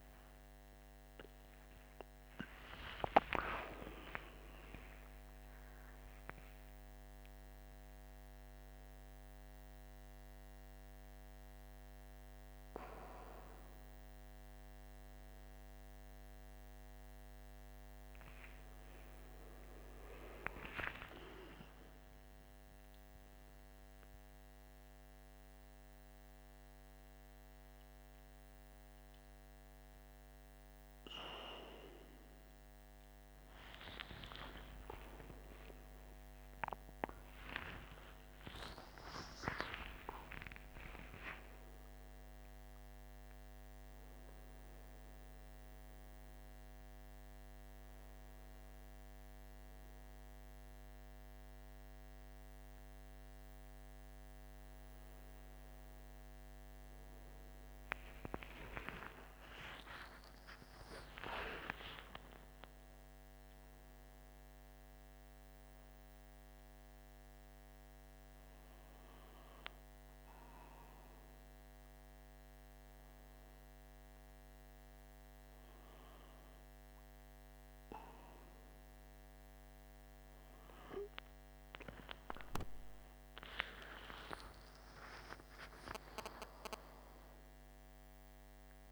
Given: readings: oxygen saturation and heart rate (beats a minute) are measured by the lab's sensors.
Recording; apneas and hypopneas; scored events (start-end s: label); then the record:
a person awake in a sleep study, by a microphone on the trachea; none
none scored
From the record:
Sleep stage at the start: awake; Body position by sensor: on the right side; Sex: male